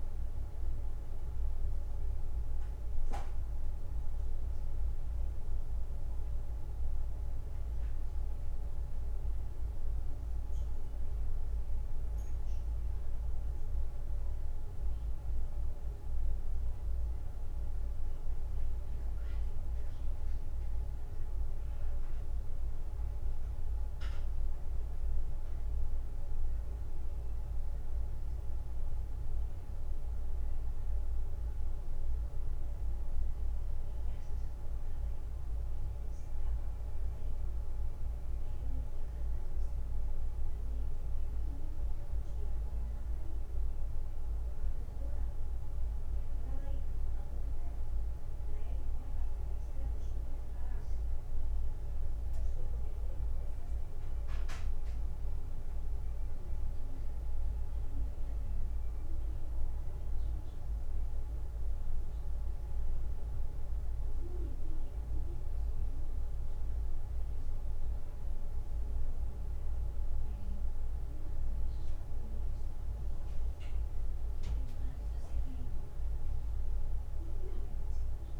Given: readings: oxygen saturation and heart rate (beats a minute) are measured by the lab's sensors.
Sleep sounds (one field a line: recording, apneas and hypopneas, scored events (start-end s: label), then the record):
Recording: a person awake in a sleep study, hard to hear, by a room microphone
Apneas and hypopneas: none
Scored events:
0.00-1.50 s: drop in pulse transit time (device-marked, heart rate 72 extreme)
From the record:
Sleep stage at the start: awake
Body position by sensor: on the back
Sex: male